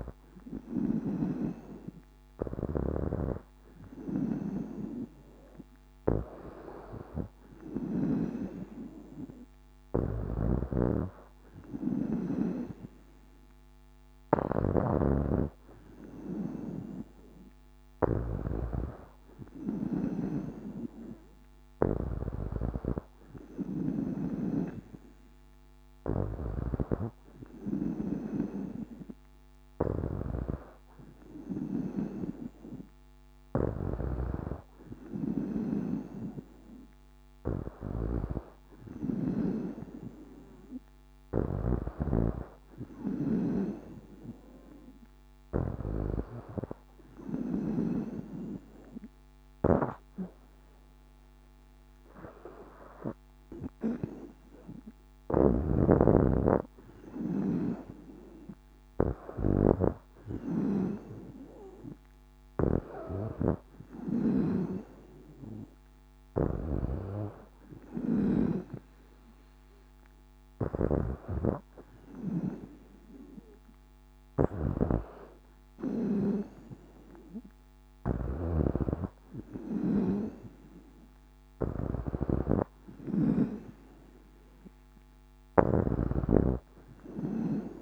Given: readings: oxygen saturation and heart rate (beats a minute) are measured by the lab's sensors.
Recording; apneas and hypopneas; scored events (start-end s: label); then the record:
breathing in sleep by a microphone on the trachea; none
0.00-8.00 s: snoring (device-marked)
10.00-24.00 s: snoring (device-marked)
26.00-31.50 s: snoring (device-marked)
33.50-45.50 s: snoring (device-marked)
57.00-68.00 s: snoring (device-marked)
70.00-87.82 s: snoring (device-marked)
From the record:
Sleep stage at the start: N2 (light sleep); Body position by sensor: on the back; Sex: female